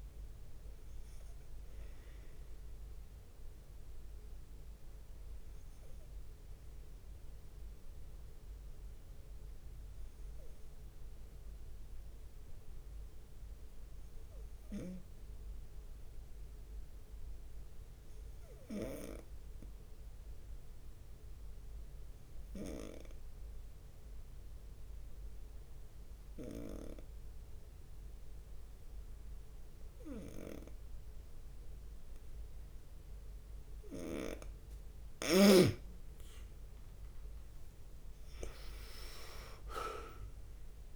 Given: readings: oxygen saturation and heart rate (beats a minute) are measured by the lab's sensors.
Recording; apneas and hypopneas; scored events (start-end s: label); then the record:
breathing in sleep by a room microphone; 1
0.00-9.00 s: oxygen desaturation (device-marked, oxygen 91% lowest, heart rate 63 extreme)
5.00-33.50 s: obstructive apnea (oxygen 96% before, 91% lowest, heart rate 68 before, 63 extreme, up 3 after)
33.00-40.96 s: oxygen desaturation (device-marked, oxygen 98% before, 91% lowest, heart rate 65 before, 63 extreme)
37.00-40.50 s: leg movement (device-marked)
38.00-40.96 s: drop in pulse transit time (device-marked, heart rate 66 before, 68 extreme)
38.50-40.96 s: arousal
From the record:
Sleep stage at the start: N2 (light sleep); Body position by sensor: on the right side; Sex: male